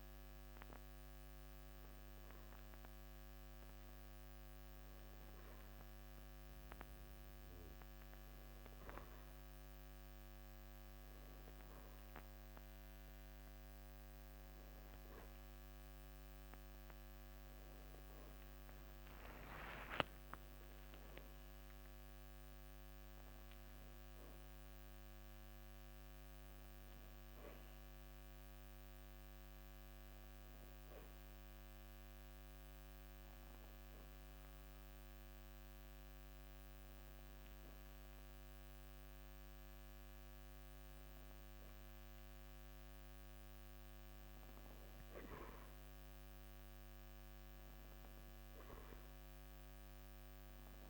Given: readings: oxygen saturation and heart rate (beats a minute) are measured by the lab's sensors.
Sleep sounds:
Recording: breathing in sleep, hard to hear, by a microphone on the trachea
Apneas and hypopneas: none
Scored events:
15.50-20.00 s: arousal
From the record:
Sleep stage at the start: N1 (lightest sleep)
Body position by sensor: on the back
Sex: male

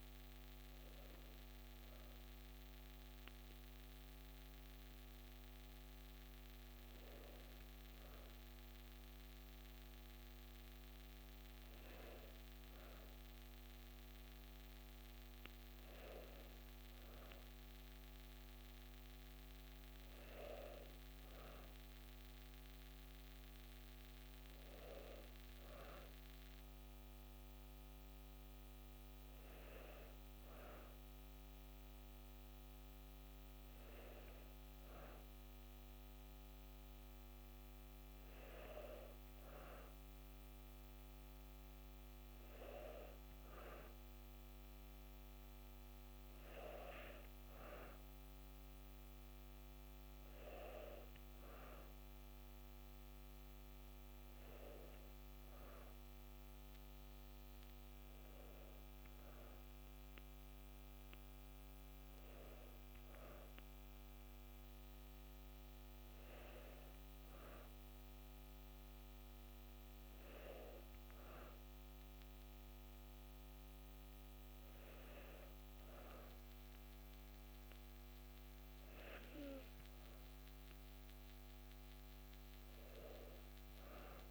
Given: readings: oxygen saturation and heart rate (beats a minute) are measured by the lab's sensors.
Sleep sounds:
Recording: breathing in sleep by a microphone on the trachea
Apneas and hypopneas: none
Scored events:
none scored
From the record:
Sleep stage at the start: N2 (light sleep)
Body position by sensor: on the back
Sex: female

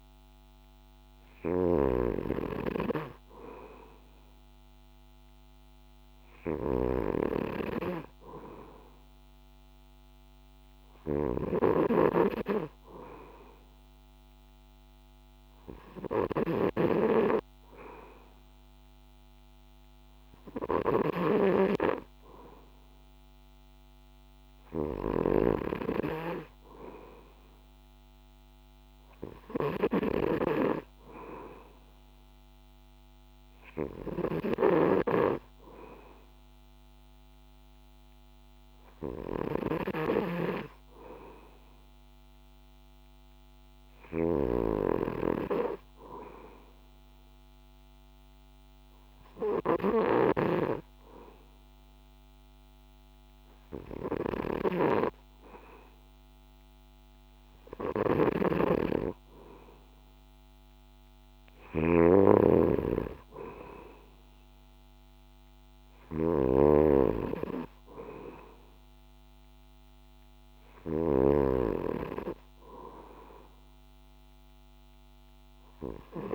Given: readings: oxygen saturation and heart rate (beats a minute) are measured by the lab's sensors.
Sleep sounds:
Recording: breathing in sleep by a microphone on the trachea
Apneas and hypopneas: none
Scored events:
0.00-76.35 s: snoring (device-marked)
From the record:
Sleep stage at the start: N2 (light sleep)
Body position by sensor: on the back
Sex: male

